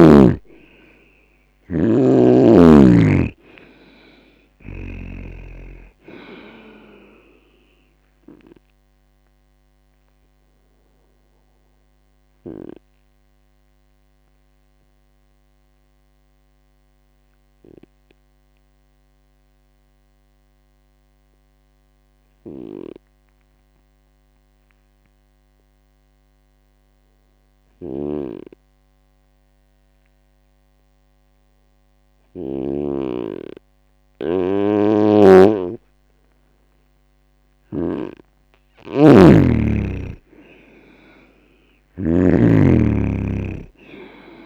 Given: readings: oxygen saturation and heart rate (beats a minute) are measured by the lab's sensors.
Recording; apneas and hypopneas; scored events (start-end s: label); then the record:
breathing in sleep by a microphone on the trachea; 1
0.00-3.50 s: arousal
5.50-12.50 s: oxygen desaturation (device-marked, oxygen 97% before, 94% lowest, heart rate 69 before, 62 extreme)
9.50-35.50 s: obstructive apnea (oxygen 99% before, 93% lowest, heart rate 72 before, 62 extreme, up 9 after)
24.50-37.50 s: oxygen desaturation (device-marked, oxygen 96% before, 93% lowest, heart rate 71 before, 66 extreme)
27.50-33.00 s: snoring (device-marked)
38.50-42.00 s: arousal
From the record:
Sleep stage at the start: N2 (light sleep); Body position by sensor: on the right side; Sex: male